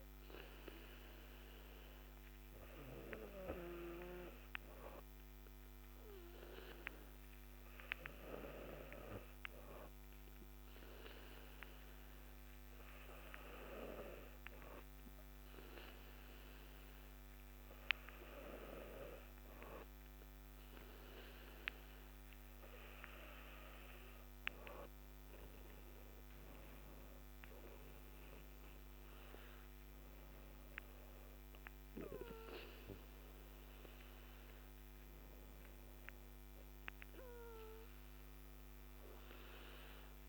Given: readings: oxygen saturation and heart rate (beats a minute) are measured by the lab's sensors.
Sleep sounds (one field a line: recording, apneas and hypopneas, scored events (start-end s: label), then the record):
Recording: breathing in sleep by a microphone on the trachea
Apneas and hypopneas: 1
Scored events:
1.00-13.50 s: hypopnea (oxygen 96% before, 95% lowest, heart rate 52 before, 40 extreme, up 17 after)
15.00-18.50 s: arousal
From the record:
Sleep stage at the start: N2 (light sleep)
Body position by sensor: on the back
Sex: female